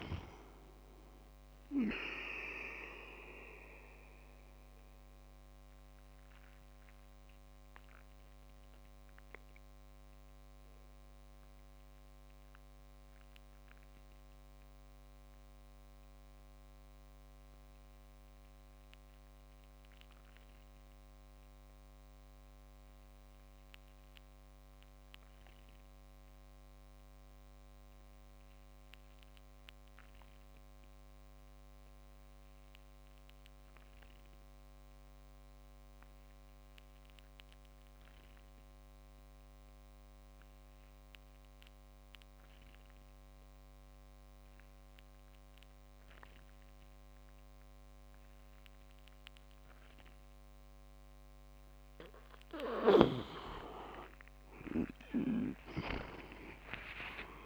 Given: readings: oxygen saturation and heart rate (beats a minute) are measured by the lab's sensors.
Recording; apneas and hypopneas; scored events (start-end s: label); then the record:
breathing in sleep by a microphone on the trachea; 1
2.50-50.50 s: obstructive apnea (oxygen 91% before, 84% lowest)
5.50-18.50 s: oxygen desaturation (device-marked, oxygen 88% before, 84% lowest)
33.50-57.46 s: oxygen desaturation (device-marked, oxygen 99% before, 89% lowest)
52.50-56.00 s: snoring (device-marked)
52.50-57.46 s: arousal
From the record:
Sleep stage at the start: N2 (light sleep); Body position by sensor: on the back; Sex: male